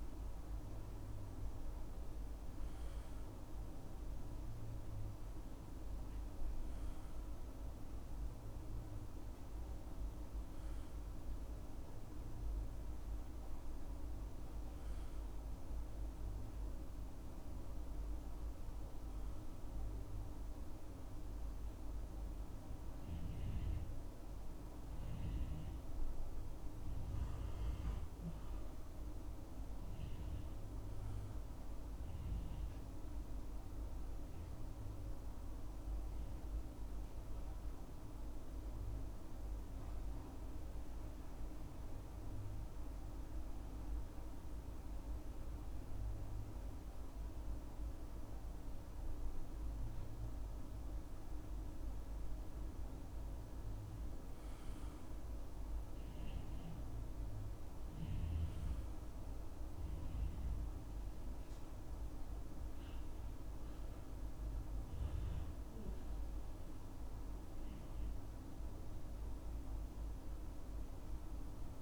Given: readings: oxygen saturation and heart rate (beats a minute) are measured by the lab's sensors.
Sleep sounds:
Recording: breathing in sleep, hard to hear, by a room microphone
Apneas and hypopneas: 1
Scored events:
0.00-27.00 s: oxygen desaturation (device-marked, oxygen 98% before, 88% lowest, heart rate 66 before, 65 extreme)
28.50-33.00 s: arousal
36.00-51.00 s: central apnea (oxygen 99% before, 89% lowest, heart rate 68 before, 64 extreme, up 6 after)
53.00-56.00 s: arousal
56.00-71.82 s: oxygen desaturation (device-marked, oxygen 98% before, 92% lowest, heart rate 67 before, 64 extreme)
From the record:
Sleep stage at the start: N2 (light sleep)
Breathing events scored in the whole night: 228 in 4.7 hours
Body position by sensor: on the back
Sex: male

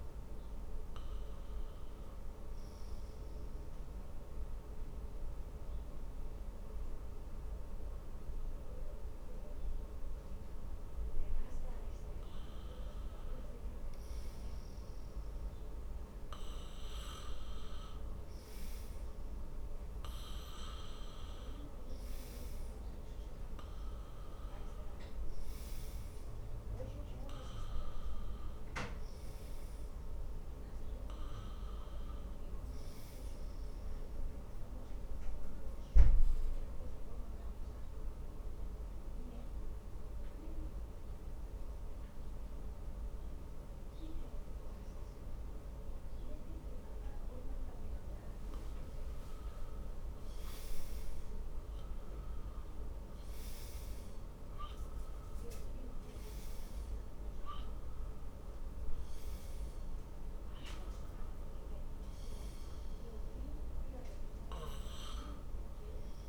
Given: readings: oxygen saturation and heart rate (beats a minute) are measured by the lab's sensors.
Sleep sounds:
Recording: breathing in sleep, hard to hear, by a room microphone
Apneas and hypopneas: 2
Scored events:
2.00-15.50 s: obstructive apnea (oxygen 95% before, 92% lowest, heart rate 61 before, 50 extreme, up 5 after)
18.50-22.50 s: arousal
33.50-49.00 s: obstructive apnea (oxygen 97% before, 93% lowest, heart rate 57 before, 51 extreme, up 14 after)
51.50-55.00 s: arousal
From the record:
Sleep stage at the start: N2 (light sleep)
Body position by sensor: on the back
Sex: male

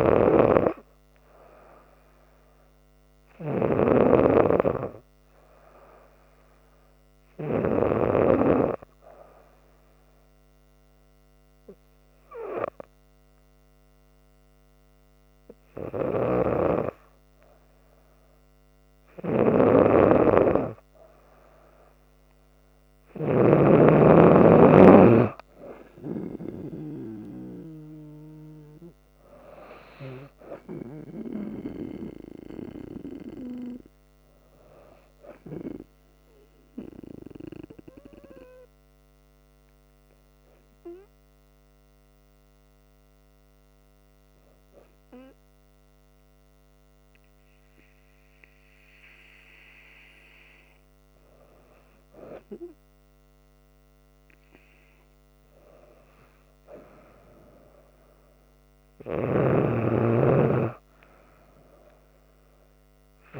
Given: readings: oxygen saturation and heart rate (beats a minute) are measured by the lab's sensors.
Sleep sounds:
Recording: breathing in sleep by a microphone on the trachea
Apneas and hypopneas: 2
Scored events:
0.00-4.00 s: snoring (device-marked)
6.50-17.50 s: hypopnea (oxygen 95% before, 92% lowest, heart rate 70 before, 66 extreme, up 2 after)
19.00-23.50 s: snoring (device-marked)
21.00-24.50 s: arousal
26.50-47.50 s: oxygen desaturation (device-marked, oxygen 95% before, 92% lowest, heart rate 71 before, 66 extreme)
36.50-51.00 s: obstructive apnea (oxygen 95% before, 93% lowest, heart rate 70 before, 67 extreme, up 4 after)
54.00-57.50 s: arousal
59.00-63.40 s: snoring (device-marked)
From the record:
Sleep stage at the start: N2 (light sleep)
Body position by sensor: on the back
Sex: female

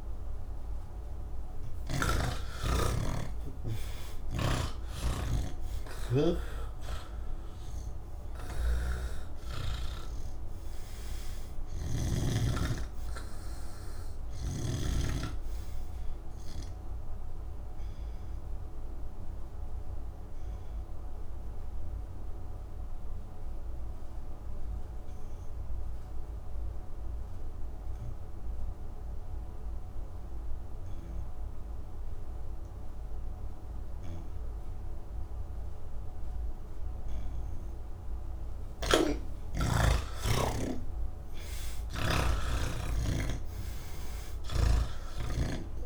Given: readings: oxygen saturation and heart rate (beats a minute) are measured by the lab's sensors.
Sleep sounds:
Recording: breathing in sleep by a room microphone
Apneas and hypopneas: none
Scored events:
0.00-30.00 s: oxygen desaturation (device-marked, oxygen 98% before, 84% lowest, heart rate 78 before, 71 extreme)
1.50-12.00 s: snoring (device-marked)
35.00-45.86 s: oxygen desaturation (device-marked, oxygen 98% before, 84% lowest, heart rate 73 before, 69 extreme)
38.00-42.00 s: snoring (device-marked)
44.00-45.86 s: snoring (device-marked)
From the record:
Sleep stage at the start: N3 (deep sleep)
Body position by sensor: on the back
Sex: male

